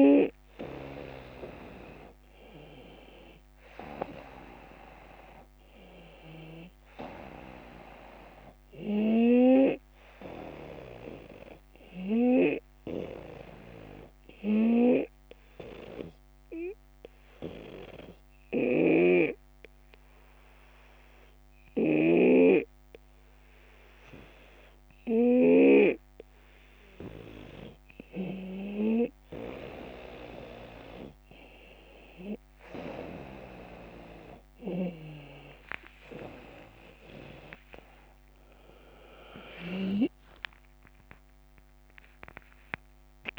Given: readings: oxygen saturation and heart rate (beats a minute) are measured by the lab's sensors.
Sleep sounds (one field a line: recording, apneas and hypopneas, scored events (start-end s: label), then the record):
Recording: a person partly awake in a sleep study, by a microphone on the trachea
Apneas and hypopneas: 1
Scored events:
0.00-24.00 s: oxygen desaturation (device-marked, oxygen 92% lowest)
14.50-27.50 s: obstructive apnea (oxygen 97% before, 91% lowest)
18.50-26.00 s: snoring (device-marked)
25.00-43.38 s: new sleep stage, awake
34.50-40.00 s: snoring (device-marked)
36.00-37.00 s: drop in pulse transit time (device-marked)
From the record:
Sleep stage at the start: N2 (light sleep)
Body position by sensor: on the right side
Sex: male